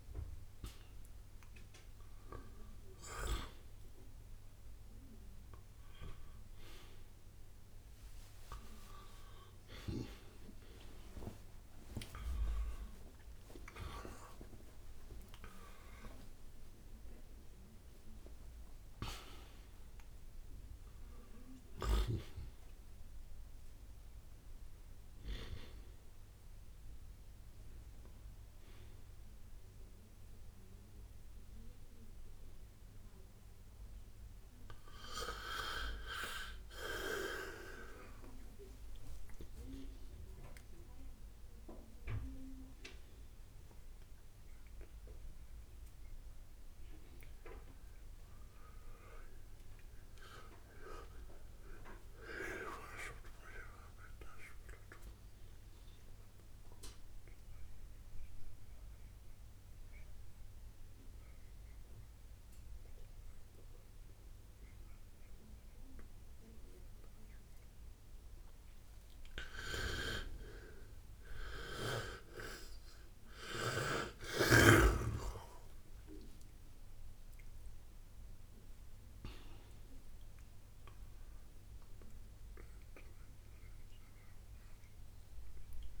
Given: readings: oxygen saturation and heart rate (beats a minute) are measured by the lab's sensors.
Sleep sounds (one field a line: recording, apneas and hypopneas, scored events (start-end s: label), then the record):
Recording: a person awake in a sleep study, by a room microphone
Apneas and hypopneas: 1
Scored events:
20.50-29.50 s: oxygen desaturation (device-marked, oxygen 97% before, 94% lowest, heart rate 75 before, 63 extreme)
53.50-86.00 s: new sleep stage, N1 (lightest sleep)
55.00-69.00 s: central apnea (oxygen 96% before, 94% lowest, heart rate 66 before, 63 extreme, up 4 after)
71.00-76.50 s: arousal
From the record:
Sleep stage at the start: awake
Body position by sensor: on the right side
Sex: male